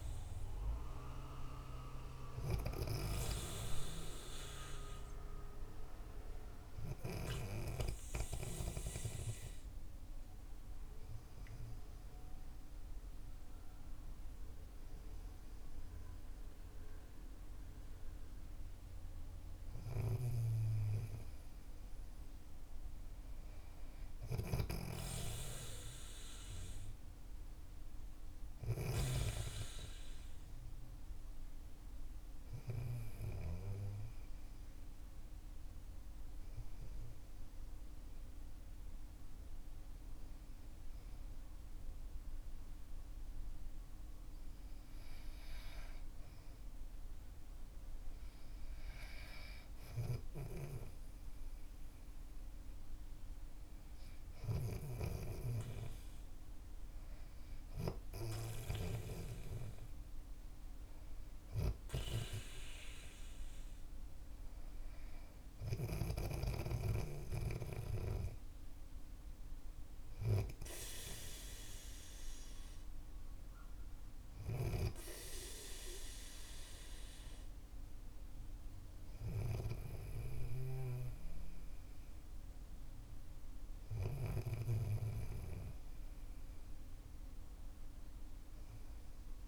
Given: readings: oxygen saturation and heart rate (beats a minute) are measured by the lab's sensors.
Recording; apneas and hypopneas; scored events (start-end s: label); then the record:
breathing in sleep by a room microphone; 2
0.00-7.50 s: snoring (device-marked)
5.50-18.50 s: hypopnea (oxygen 97% before, 93% lowest, heart rate 53 before, 48 extreme, up 5 after)
20.00-29.00 s: snoring (device-marked)
20.50-24.50 s: arousal
28.50-48.50 s: oxygen desaturation (device-marked, oxygen 97% before, 93% lowest, heart rate 52 before, 49 extreme)
34.50-47.00 s: hypopnea (oxygen 97% before, 92% lowest, heart rate 53 before, 49 extreme, up 9 after)
48.50-52.50 s: arousal
54.50-66.00 s: snoring (device-marked)
69.50-87.50 s: oxygen desaturation (device-marked, oxygen 96% before, 92% lowest, heart rate 55 before, 49 extreme)
80.50-84.50 s: snoring (device-marked)
From the record:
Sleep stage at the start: N2 (light sleep); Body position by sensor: on the back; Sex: male